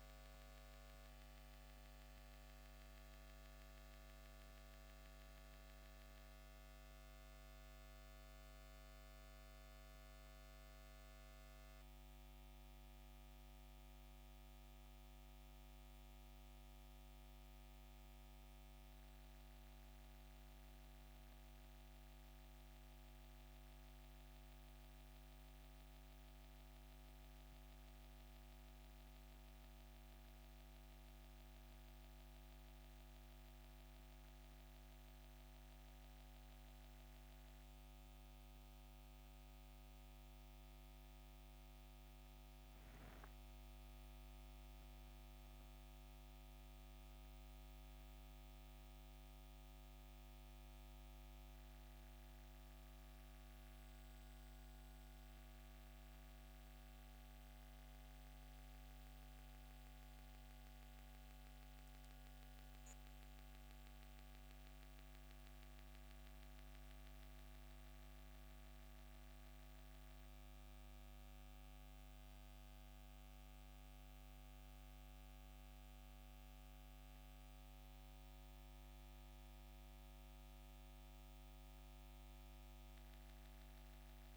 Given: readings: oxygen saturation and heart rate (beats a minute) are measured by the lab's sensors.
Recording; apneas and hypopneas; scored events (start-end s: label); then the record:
breathing in sleep, hard to hear, by a microphone on the trachea; none
0.00-29.50 s: oxygen desaturation (device-marked, oxygen 87% lowest, heart rate 68 extreme)
12.50-84.37 s: new sleep stage, REM sleep
From the record:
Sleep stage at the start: N2 (light sleep); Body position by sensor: on the back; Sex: male